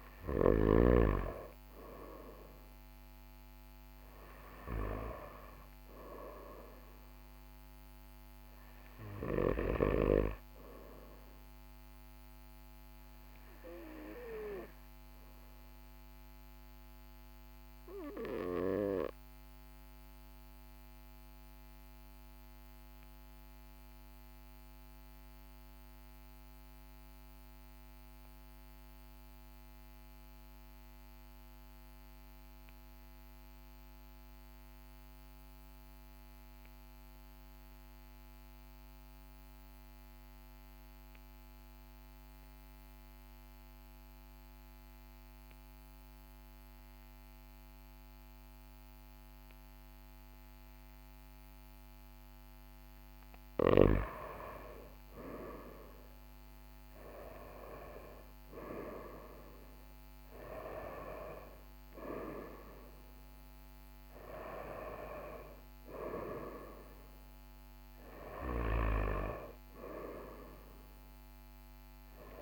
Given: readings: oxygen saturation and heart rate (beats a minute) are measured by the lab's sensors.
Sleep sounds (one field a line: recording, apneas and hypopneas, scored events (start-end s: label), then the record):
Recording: breathing in sleep by a microphone on the trachea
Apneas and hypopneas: 1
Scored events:
0.00-14.50 s: oxygen desaturation (device-marked, oxygen 94% lowest, heart rate 40 extreme)
17.50-52.50 s: obstructive apnea (oxygen 97% before, 91% lowest, heart rate 41 before, 40 extreme, up 3 after)
45.50-46.50 s: oxygen desaturation (device-marked, oxygen 98% before, 97% lowest, heart rate 40 before, 42 extreme)
54.00-59.00 s: arousal
From the record:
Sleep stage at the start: N2 (light sleep)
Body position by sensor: on the back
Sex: male